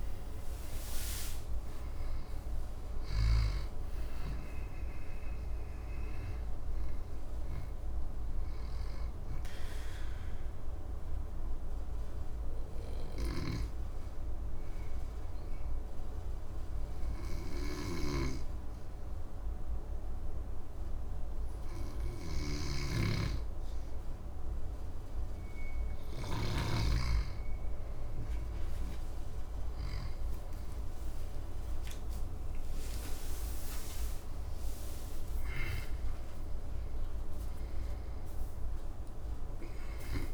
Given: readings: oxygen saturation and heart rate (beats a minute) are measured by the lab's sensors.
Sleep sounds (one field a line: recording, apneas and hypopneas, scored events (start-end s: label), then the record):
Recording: breathing in sleep by a room microphone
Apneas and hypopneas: 1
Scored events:
0.00-1.00 s: arousal
0.00-4.00 s: oxygen desaturation (device-marked, oxygen 93% lowest, heart rate 66 extreme)
2.50-6.50 s: snoring (device-marked)
10.50-24.00 s: obstructive apnea (oxygen 94% before, 92% lowest, heart rate 76 before, 66 extreme, up 20 after)
17.50-40.34 s: snoring (device-marked)
30.00-34.00 s: arousal
From the record:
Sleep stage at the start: N2 (light sleep)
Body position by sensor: on the back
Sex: male